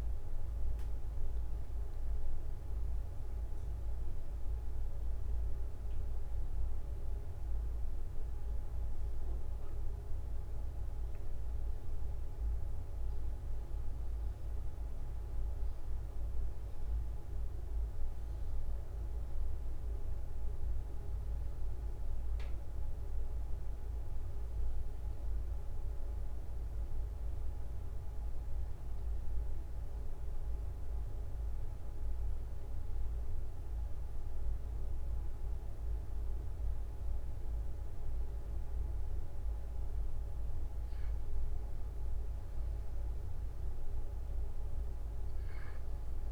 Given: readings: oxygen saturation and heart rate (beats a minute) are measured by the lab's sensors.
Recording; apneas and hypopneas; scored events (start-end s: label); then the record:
a person awake in a sleep study, hard to hear, by a room microphone; none
25.00-46.32 s: new sleep stage, N1 (lightest sleep)
36.50-38.50 s: long interval between heartbeats (device-marked)
40.00-42.00 s: long interval between heartbeats (device-marked)
From the record:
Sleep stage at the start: awake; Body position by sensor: on the right side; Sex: male